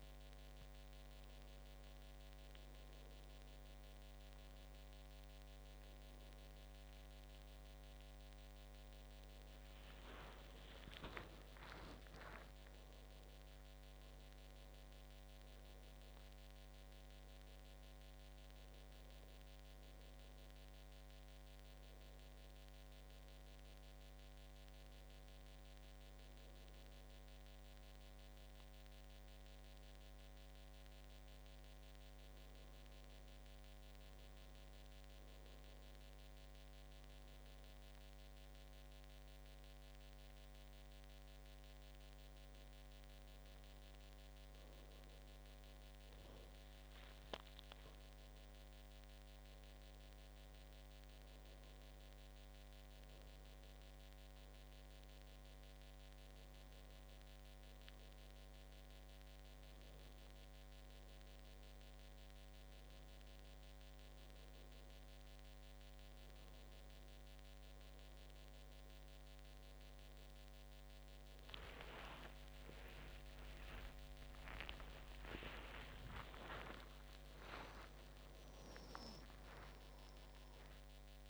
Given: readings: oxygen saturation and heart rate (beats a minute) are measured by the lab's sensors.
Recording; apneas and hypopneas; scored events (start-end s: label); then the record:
breathing in sleep by a microphone on the trachea; none
11.00-14.50 s: arousal
72.50-76.00 s: arousal
From the record:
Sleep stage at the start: N2 (light sleep); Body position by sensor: on the back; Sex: male